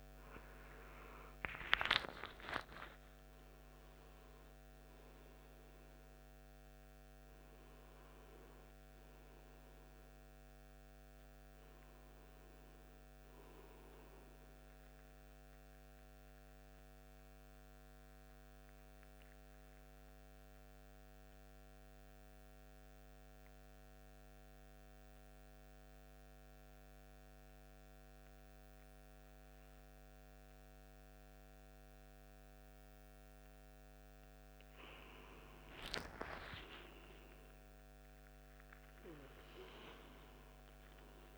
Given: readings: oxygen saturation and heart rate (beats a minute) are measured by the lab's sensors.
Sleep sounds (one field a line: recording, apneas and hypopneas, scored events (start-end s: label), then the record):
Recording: breathing in sleep by a microphone on the trachea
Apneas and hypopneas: 1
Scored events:
0.00-2.00 s: arousal
0.00-14.50 s: oxygen desaturation (device-marked, oxygen 91% lowest, heart rate 77 extreme)
15.50-33.00 s: central apnea (oxygen 96% before, 91% lowest, heart rate 88 before, 73 extreme, up 4 after)
35.00-39.00 s: arousal
36.50-41.37 s: oxygen desaturation (device-marked, oxygen 97% before, 92% lowest, heart rate 80 before, 73 extreme)
From the record:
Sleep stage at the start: N2 (light sleep)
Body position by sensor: on the back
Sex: male